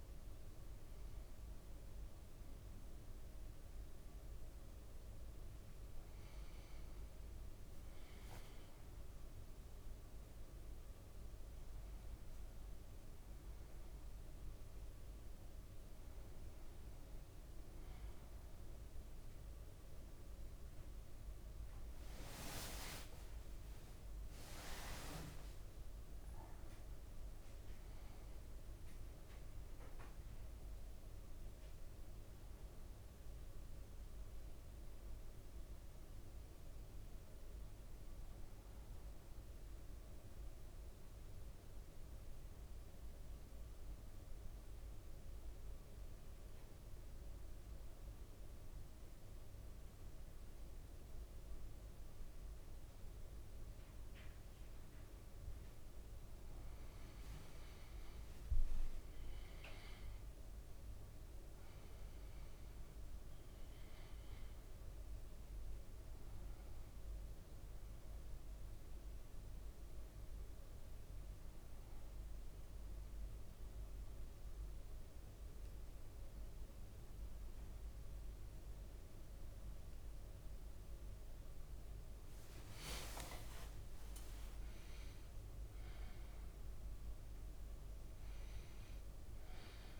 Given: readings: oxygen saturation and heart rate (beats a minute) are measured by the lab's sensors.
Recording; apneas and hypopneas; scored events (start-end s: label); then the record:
breathing in sleep, hard to hear, by a room microphone; 2
21.00-26.00 s: leg movement (device-marked)
21.00-26.50 s: arousal
41.50-55.00 s: central apnea (oxygen 99% before, 94% lowest, heart rate 58 before, 55 extreme, up 5 after)
56.50-60.00 s: leg movement (device-marked)
57.50-62.50 s: arousal
60.50-87.50 s: oxygen desaturation (device-marked, oxygen 98% before, 94% lowest, heart rate 56 before, 56 extreme)
69.00-80.50 s: hypopnea (oxygen 99% before, 94% lowest, heart rate 57 before, 56 extreme, up 6 after)
70.50-90.00 s: new sleep stage, N1 (lightest sleep)
81.50-87.50 s: leg movement (device-marked)
From the record:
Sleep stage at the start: N2 (light sleep); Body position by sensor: on the back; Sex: male